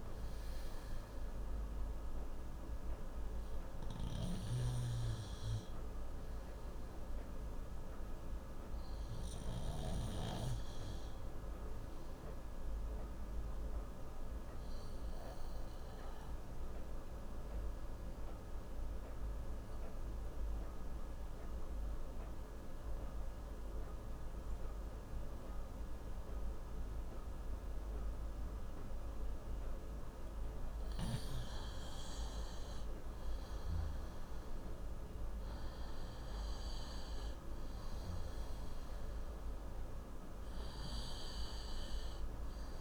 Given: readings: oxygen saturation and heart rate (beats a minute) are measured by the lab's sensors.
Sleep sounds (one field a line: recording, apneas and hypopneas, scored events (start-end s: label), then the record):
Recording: breathing in sleep, hard to hear, by a room microphone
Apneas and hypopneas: 1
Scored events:
0.00-1.00 s: oxygen desaturation (device-marked, oxygen 95% lowest, heart rate 53 extreme)
2.00-42.81 s: new sleep stage, N2 (light sleep)
4.00-10.50 s: snoring (device-marked)
6.00-20.00 s: oxygen desaturation (device-marked, oxygen 95% before, 92% lowest, heart rate 60 before, 37 extreme)
13.50-30.50 s: obstructive apnea (oxygen 97% before, 91% lowest)
32.50-36.00 s: arousal
38.00-42.81 s: oxygen desaturation (device-marked, oxygen 96% before, 91% lowest)
From the record:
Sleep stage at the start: N1 (lightest sleep)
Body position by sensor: on the left side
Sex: male